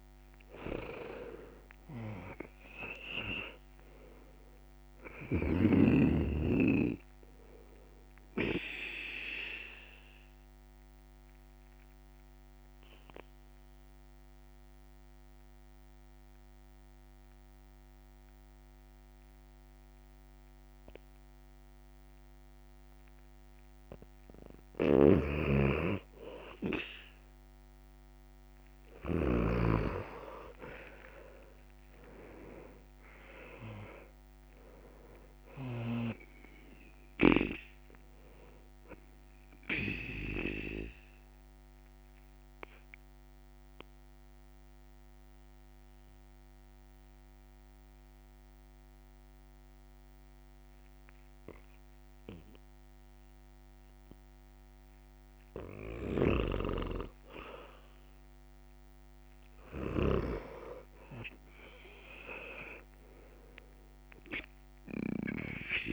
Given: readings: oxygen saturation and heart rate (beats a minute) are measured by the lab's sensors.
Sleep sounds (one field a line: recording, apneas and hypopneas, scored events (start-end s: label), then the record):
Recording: breathing in sleep by a microphone on the trachea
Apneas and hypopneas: 2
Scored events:
0.00-1.00 s: oxygen desaturation (device-marked, oxygen 88% lowest, heart rate 62 extreme)
1.00-4.00 s: arousal
8.50-25.00 s: obstructive apnea (oxygen 98% before, 89% lowest, heart rate 67 before, 62 extreme, up 5 after)
11.00-28.00 s: oxygen desaturation (device-marked, oxygen 98% before, 92% lowest, heart rate 68 before, 62 extreme)
24.50-29.50 s: snoring (device-marked)
29.00-33.50 s: arousal
40.00-55.50 s: mixed apnea (oxygen 98% before, 89% lowest, heart rate 67 before, 62 extreme, up 8 after)
40.00-60.00 s: oxygen desaturation (device-marked, oxygen 98% before, 89% lowest, heart rate 67 before, 62 extreme)
60.00-63.50 s: arousal
From the record:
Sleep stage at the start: N2 (light sleep)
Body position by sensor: on the back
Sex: male